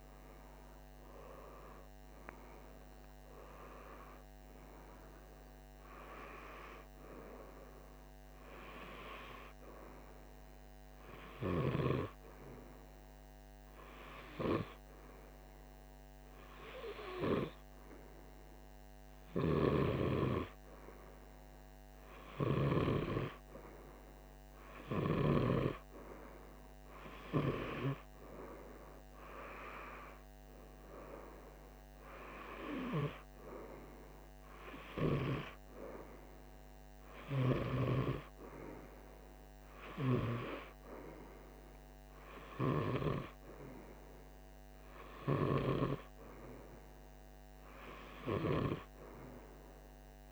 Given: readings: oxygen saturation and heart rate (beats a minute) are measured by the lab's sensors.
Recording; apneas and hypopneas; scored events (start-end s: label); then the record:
breathing in sleep by a microphone on the trachea; none
none scored
From the record:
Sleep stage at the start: N2 (light sleep); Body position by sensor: on the right side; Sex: male